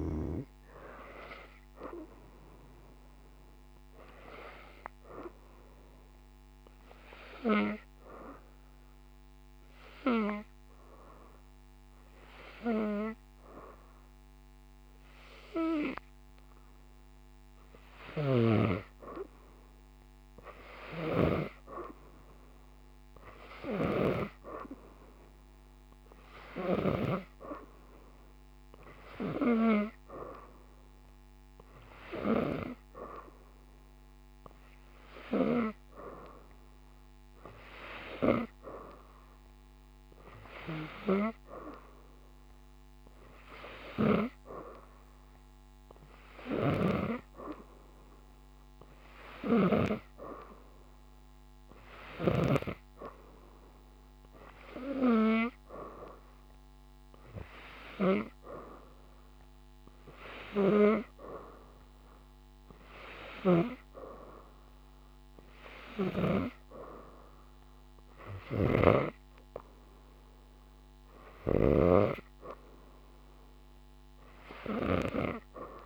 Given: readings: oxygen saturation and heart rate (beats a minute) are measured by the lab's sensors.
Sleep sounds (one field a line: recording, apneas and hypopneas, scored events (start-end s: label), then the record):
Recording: breathing in sleep by a microphone on the trachea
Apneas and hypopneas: 1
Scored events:
0.00-8.00 s: oxygen desaturation (device-marked, oxygen 90% lowest)
7.00-18.00 s: obstructive apnea (oxygen 93% before, 89% lowest)
19.00-22.00 s: arousal
23.00-36.00 s: oxygen desaturation (device-marked, oxygen 97% before, 89% lowest)
68.00-71.50 s: snoring (device-marked)
From the record:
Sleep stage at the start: N2 (light sleep)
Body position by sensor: upright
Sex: female